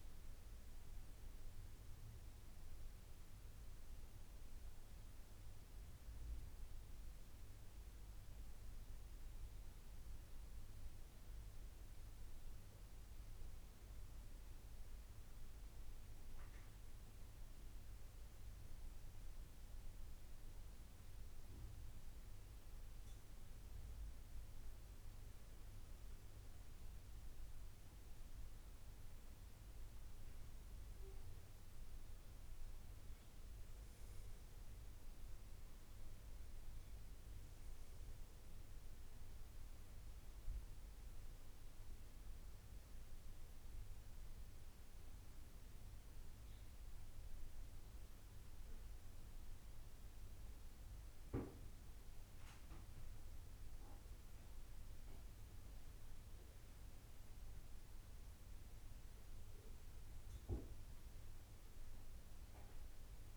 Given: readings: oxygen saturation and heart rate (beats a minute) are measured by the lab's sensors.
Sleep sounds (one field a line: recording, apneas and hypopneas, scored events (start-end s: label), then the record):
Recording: breathing in sleep, hard to hear, by a room microphone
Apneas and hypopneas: 1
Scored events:
7.00-10.50 s: arousal
7.50-63.37 s: new sleep stage, N2 (light sleep)
12.50-24.50 s: oxygen desaturation (device-marked, oxygen 97% before, 94% lowest, heart rate 79 before, 73 extreme)
18.50-30.50 s: central apnea (oxygen 98% before, 88% lowest, heart rate 79 before, 73 extreme, up 13 after)
30.50-52.50 s: oxygen desaturation (device-marked, oxygen 95% before, 89% lowest, heart rate 78 before, 73 extreme)
32.00-35.00 s: arousal
52.50-56.50 s: arousal
From the record:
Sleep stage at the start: N1 (lightest sleep)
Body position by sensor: on the back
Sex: male